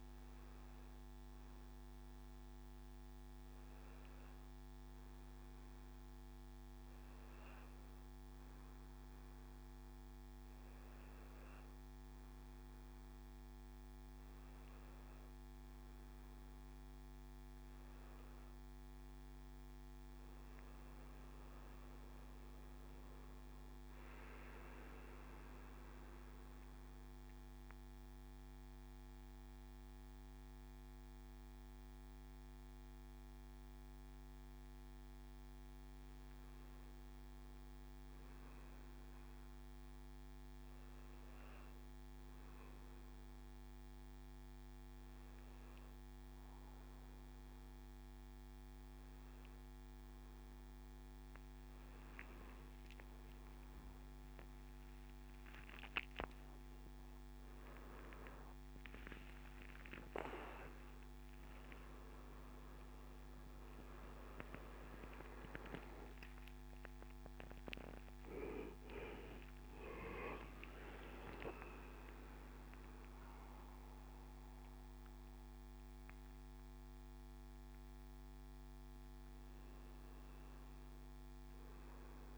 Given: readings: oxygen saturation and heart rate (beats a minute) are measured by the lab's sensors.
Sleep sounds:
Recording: a person partly awake in a sleep study, by a microphone on the trachea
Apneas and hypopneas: none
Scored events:
44.50-82.38 s: new sleep stage, awake
From the record:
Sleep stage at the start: N1 (lightest sleep)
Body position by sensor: on the back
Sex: male

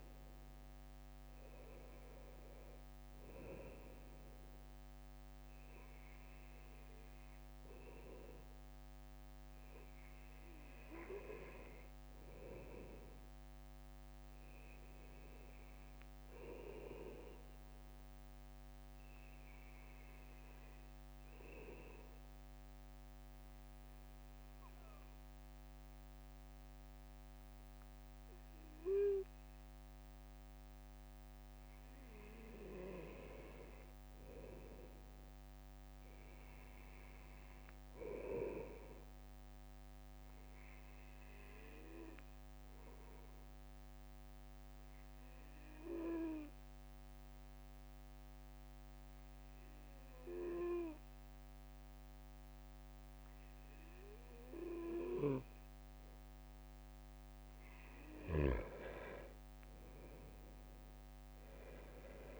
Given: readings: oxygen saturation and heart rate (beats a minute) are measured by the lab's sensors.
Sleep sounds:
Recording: breathing in sleep by a microphone on the trachea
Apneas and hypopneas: 2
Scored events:
0.00-3.00 s: arousal
17.00-31.00 s: obstructive apnea (oxygen 98% before, 95% lowest, heart rate 63 before, 61 extreme, up 3 after)
33.50-37.50 s: arousal
42.00-56.50 s: obstructive apnea (oxygen 97% before, 95% lowest, heart rate 64 before, 60 extreme, up 5 after)
61.00-62.40 s: arousal
From the record:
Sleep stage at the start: N2 (light sleep)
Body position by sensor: on the right side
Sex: male

